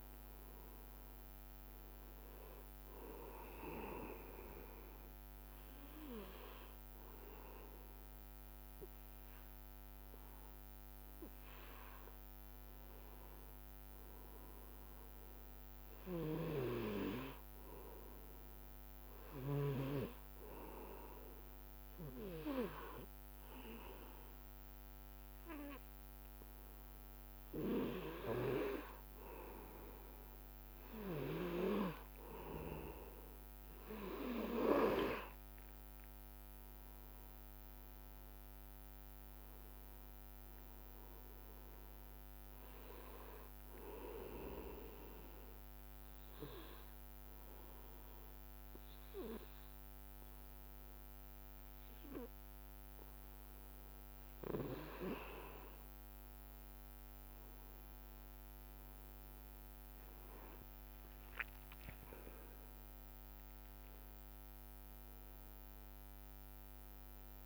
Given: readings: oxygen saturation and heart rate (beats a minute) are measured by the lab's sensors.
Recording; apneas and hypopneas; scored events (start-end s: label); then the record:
breathing in sleep by a microphone on the trachea; 3
1.00-14.00 s: oxygen desaturation (device-marked, oxygen 98% before, 94% lowest, heart rate 67 before, 63 extreme)
4.00-14.00 s: obstructive apnea (oxygen 98% before, 94% lowest, heart rate 67 before, 63 extreme, up 5 after)
15.00-18.00 s: arousal
21.00-31.00 s: obstructive apnea (oxygen 98% before, 94% lowest, heart rate 65 before, 60 extreme, up 0 after)
23.00-32.00 s: oxygen desaturation (device-marked, oxygen 98% before, 95% lowest, heart rate 66 before, 60 extreme)
36.50-41.00 s: arousal
44.50-55.00 s: obstructive apnea (oxygen 98% before, 91% lowest, heart rate 65 before, 62 extreme, up 7 after)
59.50-64.00 s: arousal
66.00-67.46 s: oxygen desaturation (device-marked, oxygen 98% before, 94% lowest, heart rate 65 before, 63 extreme)
From the record:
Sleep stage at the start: N2 (light sleep); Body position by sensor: on the back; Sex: male